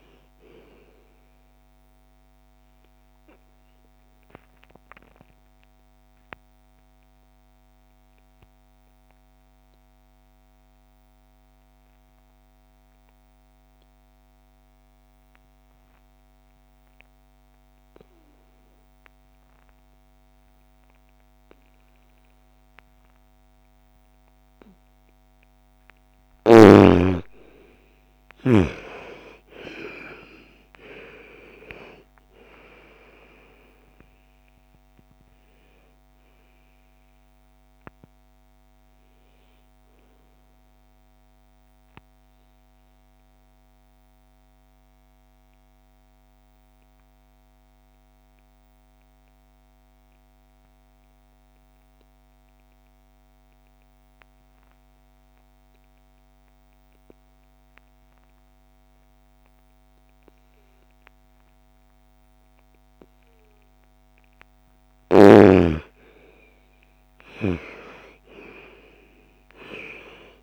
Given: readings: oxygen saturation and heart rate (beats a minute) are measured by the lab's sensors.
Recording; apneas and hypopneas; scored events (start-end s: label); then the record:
breathing in sleep by a microphone on the trachea; 2
0.00-3.50 s: oxygen desaturation (device-marked, oxygen 86% lowest, heart rate 46 extreme)
1.00-24.50 s: obstructive apnea (oxygen 98% before, 82% lowest, heart rate 62 before, 46 extreme, up 23 after)
21.50-53.50 s: oxygen desaturation (device-marked, oxygen 98% before, 82% lowest, heart rate 54 before, 47 extreme)
27.50-31.50 s: arousal
39.00-62.50 s: obstructive apnea (oxygen 98% before, 82% lowest, heart rate 62 before, 47 extreme, up 20 after)
59.50-70.43 s: oxygen desaturation (device-marked, oxygen 99% before, 86% lowest, heart rate 58 before, 55 extreme)
66.00-70.43 s: arousal
From the record:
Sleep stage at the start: N2 (light sleep); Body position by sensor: on the right side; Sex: female